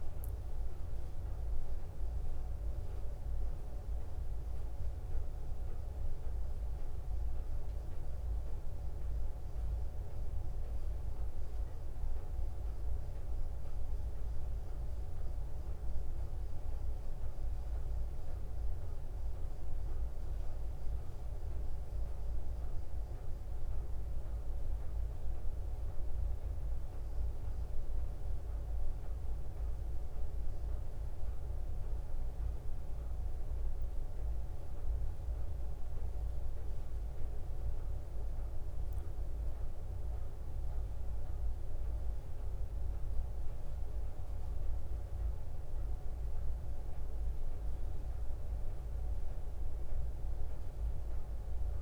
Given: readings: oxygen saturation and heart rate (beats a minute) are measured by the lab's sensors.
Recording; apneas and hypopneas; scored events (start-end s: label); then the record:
breathing in sleep, hard to hear, by a room microphone; none
none scored
From the record:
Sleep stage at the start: N2 (light sleep); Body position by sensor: on the back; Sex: female